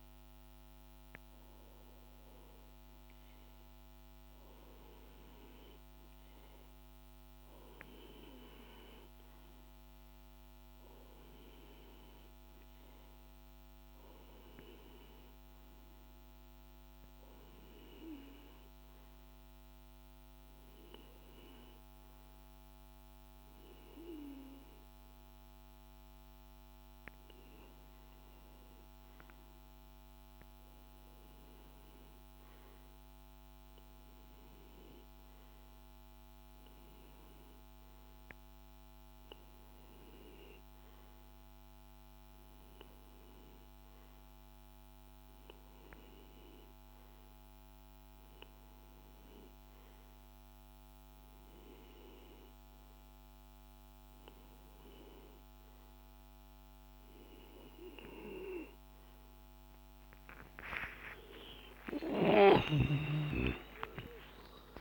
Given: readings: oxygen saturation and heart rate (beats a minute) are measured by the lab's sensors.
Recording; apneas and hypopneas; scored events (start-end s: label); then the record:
breathing in sleep by a microphone on the trachea; none
12.00-30.00 s: oxygen desaturation (device-marked, oxygen 99% before, 95% lowest)
53.00-64.81 s: new sleep stage, awake
From the record:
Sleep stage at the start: REM sleep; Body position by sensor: on the back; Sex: male